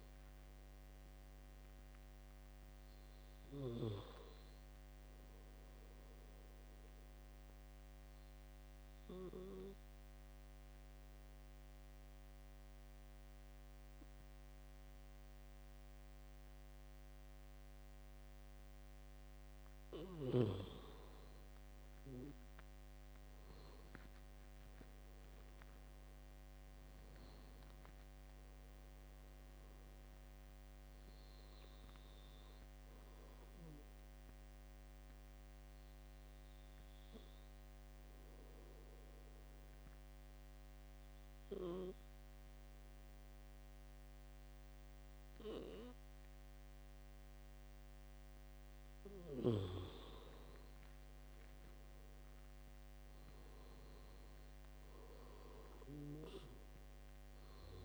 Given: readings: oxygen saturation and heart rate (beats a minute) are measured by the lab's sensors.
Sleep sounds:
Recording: breathing in sleep by a microphone on the trachea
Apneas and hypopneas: 2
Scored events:
4.00-18.00 s: oxygen desaturation (device-marked, oxygen 93% before, 89% lowest, heart rate 73 before, 71 extreme)
8.00-19.00 s: obstructive apnea (oxygen 94% before, 87% lowest, heart rate 74 before, 71 extreme, up 6 after)
21.00-24.00 s: arousal
28.00-49.00 s: oxygen desaturation (device-marked, oxygen 95% before, 87% lowest, heart rate 73 before, 70 extreme)
34.00-49.00 s: obstructive apnea (oxygen 95% before, 86% lowest, heart rate 74 before, 70 extreme, up 5 after)
52.50-56.00 s: arousal
56.00-57.85 s: oxygen desaturation (device-marked, oxygen 96% before, 88% lowest, heart rate 75 before, 70 extreme)
From the record:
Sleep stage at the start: N2 (light sleep)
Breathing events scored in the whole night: 185 in 4.1 hours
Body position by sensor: on the back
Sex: male

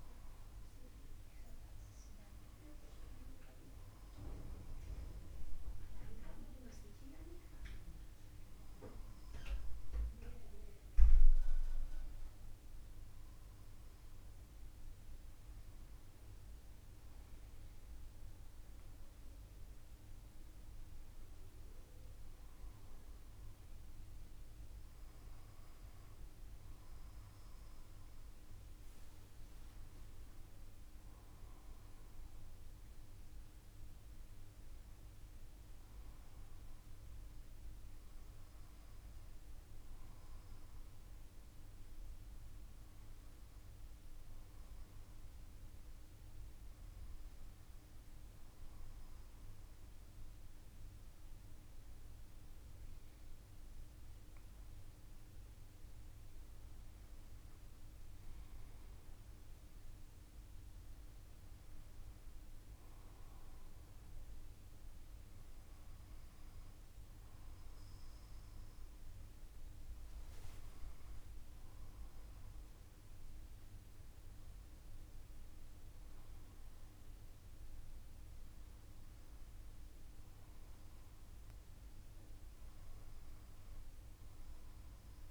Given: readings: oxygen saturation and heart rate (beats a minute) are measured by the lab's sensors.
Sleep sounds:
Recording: breathing in sleep, hard to hear, by a room microphone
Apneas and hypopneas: none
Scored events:
none scored
From the record:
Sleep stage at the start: N1 (lightest sleep)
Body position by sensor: on the back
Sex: male

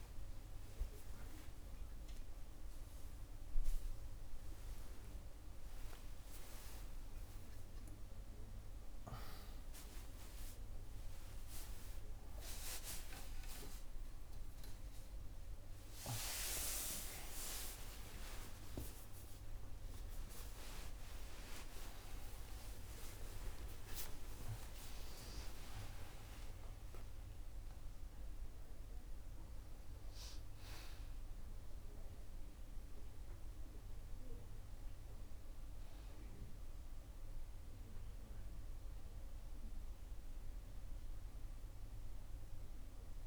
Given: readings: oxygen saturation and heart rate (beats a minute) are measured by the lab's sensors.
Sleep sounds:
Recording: a person awake in a sleep study, by a room microphone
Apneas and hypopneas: none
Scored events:
2.50-4.50 s: long interval between heartbeats (device-marked, heart rate 44 before, 60 extreme)
9.00-11.00 s: long interval between heartbeats (device-marked)
15.00-17.00 s: long interval between heartbeats (device-marked, heart rate 40 before, 39 extreme)
20.00-22.00 s: long interval between heartbeats (device-marked, heart rate 42 before, 64 extreme)
22.00-36.00 s: tachycardia (device-marked, heart rate 67 before, 140 extreme)
23.50-25.50 s: long interval between heartbeats (device-marked, heart rate 44 before, 99 extreme)
25.50-27.50 s: long interval between heartbeats (device-marked, heart rate 48 before, 131 extreme)
30.50-32.50 s: long interval between heartbeats (device-marked, heart rate 69 before, 121 extreme)
32.50-34.50 s: long interval between heartbeats (device-marked, heart rate 79 before, 134 extreme)
38.50-40.50 s: long interval between heartbeats (device-marked, heart rate 108 before, 88 extreme)
From the record:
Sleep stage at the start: awake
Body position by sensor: on the right side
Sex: female

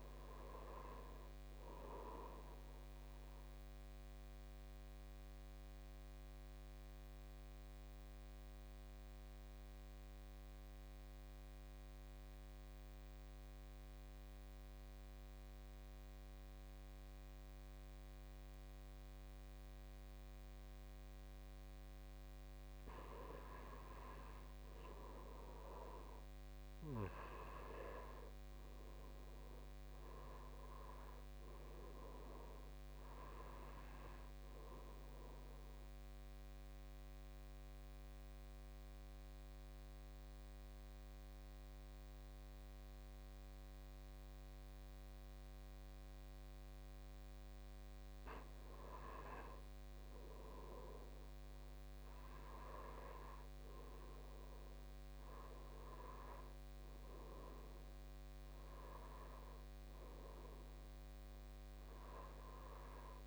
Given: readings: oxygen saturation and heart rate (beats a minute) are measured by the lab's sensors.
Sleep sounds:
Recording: breathing in sleep by a microphone on the trachea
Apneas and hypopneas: 2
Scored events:
0.00-1.00 s: arousal
4.00-22.00 s: obstructive apnea (oxygen 97% before, 86% lowest, heart rate 56 before, 53 extreme, up 10 after)
13.00-24.00 s: oxygen desaturation (device-marked, oxygen 96% before, 92% lowest, heart rate 57 before, 53 extreme)
27.00-31.00 s: arousal
36.00-54.00 s: oxygen desaturation (device-marked, oxygen 96% before, 86% lowest, heart rate 59 before, 50 extreme)
36.50-49.00 s: obstructive apnea (oxygen 96% before, 86% lowest, heart rate 59 before, 50 extreme, up 8 after)
55.00-59.50 s: arousal
From the record:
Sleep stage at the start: N2 (light sleep)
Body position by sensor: on the back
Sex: male

